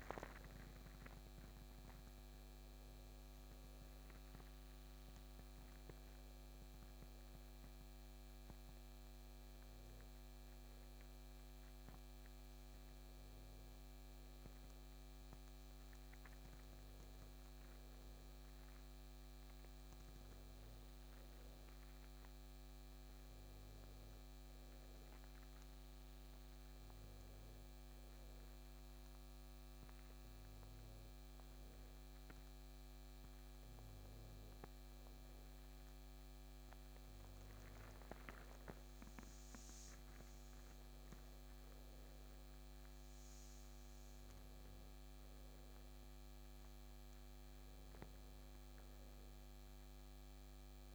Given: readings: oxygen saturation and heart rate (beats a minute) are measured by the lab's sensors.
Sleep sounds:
breathing in sleep, hard to hear, by a microphone on the trachea; none
none scored
From the record:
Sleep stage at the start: N2 (light sleep); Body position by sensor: on the back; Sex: male

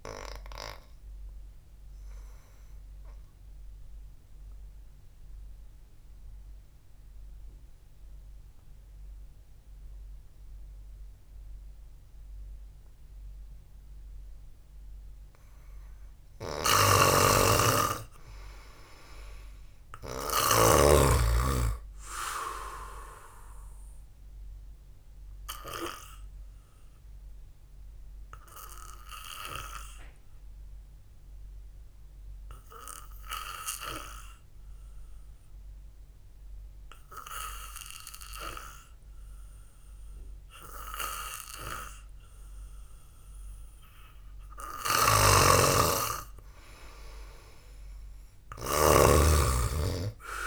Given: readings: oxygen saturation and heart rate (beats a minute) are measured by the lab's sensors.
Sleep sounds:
breathing in sleep by a room microphone; 2
2.00-13.00 s: oxygen desaturation (device-marked, oxygen 97% before, 93% lowest, heart rate 60 before, 57 extreme)
3.50-15.00 s: obstructive apnea (oxygen 98% before, 90% lowest, heart rate 60 before, 57 extreme, up 6 after)
17.00-21.00 s: snoring (device-marked)
17.50-21.50 s: arousal
29.50-45.00 s: hypopnea (oxygen 96% before, 90% lowest, heart rate 60 before, 55 extreme, up 1 after)
38.00-44.00 s: oxygen desaturation (device-marked, oxygen 95% before, 91% lowest, heart rate 61 before, 55 extreme)
45.50-49.50 s: snoring (device-marked)
46.50-50.47 s: arousal
From the record:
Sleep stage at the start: N2 (light sleep); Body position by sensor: on the back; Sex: male

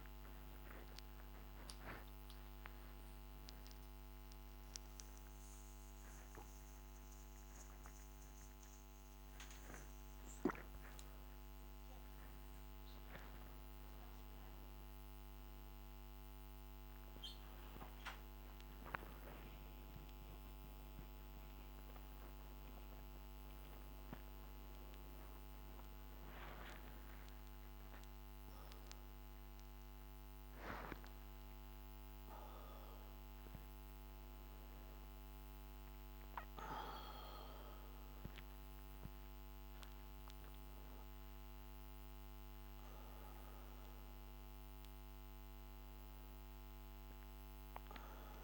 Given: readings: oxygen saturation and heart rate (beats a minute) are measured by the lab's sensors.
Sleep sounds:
a person awake in a sleep study, by a microphone on the trachea; none
none scored
From the record:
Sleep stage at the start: awake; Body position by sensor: upright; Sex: male

